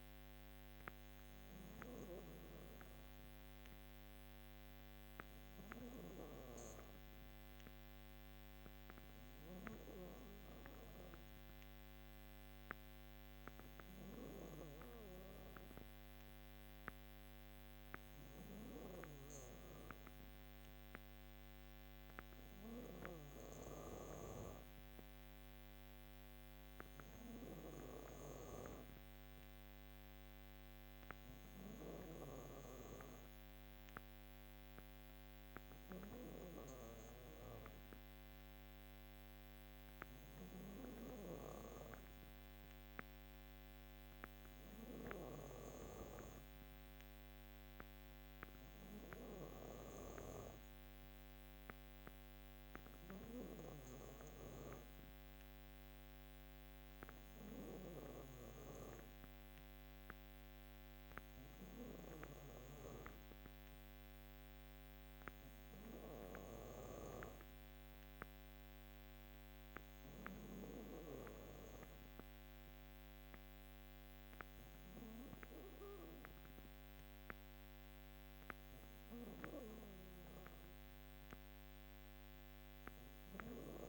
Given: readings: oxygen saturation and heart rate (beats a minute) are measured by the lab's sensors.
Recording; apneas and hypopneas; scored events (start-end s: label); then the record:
breathing in sleep by a microphone on the trachea; none
0.50-11.50 s: drop in pulse transit time (device-marked, heart rate 59 before, 60 extreme)
From the record:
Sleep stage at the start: N2 (light sleep); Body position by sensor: on the back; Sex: female